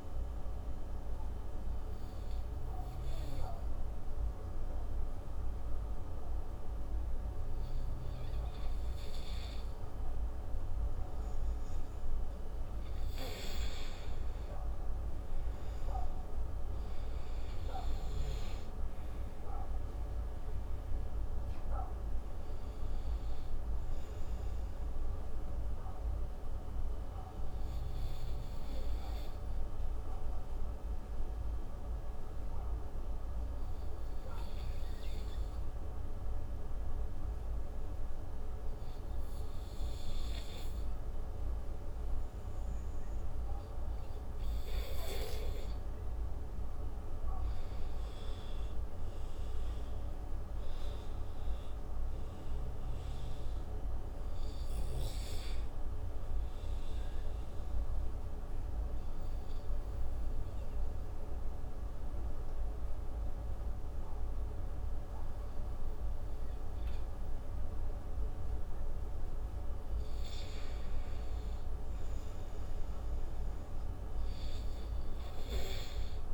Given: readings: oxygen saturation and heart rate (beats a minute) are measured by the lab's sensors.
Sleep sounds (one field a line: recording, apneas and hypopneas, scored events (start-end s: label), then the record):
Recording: breathing in sleep, hard to hear, by a room microphone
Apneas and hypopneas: 3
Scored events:
0.00-5.50 s: oxygen desaturation (device-marked, oxygen 93% lowest)
1.00-13.00 s: obstructive apnea (oxygen 96% before, 86% lowest)
17.50-39.50 s: oxygen desaturation (device-marked, oxygen 95% before, 86% lowest)
18.00-21.00 s: arousal
27.50-44.00 s: obstructive apnea (oxygen 95% before, 86% lowest)
47.00-50.00 s: arousal
47.50-66.50 s: oxygen desaturation (device-marked, oxygen 98% before, 86% lowest)
57.50-68.50 s: obstructive apnea (oxygen 98% before, 86% lowest)
70.00-73.00 s: arousal
From the record:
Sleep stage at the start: N2 (light sleep)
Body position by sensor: on the right side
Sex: male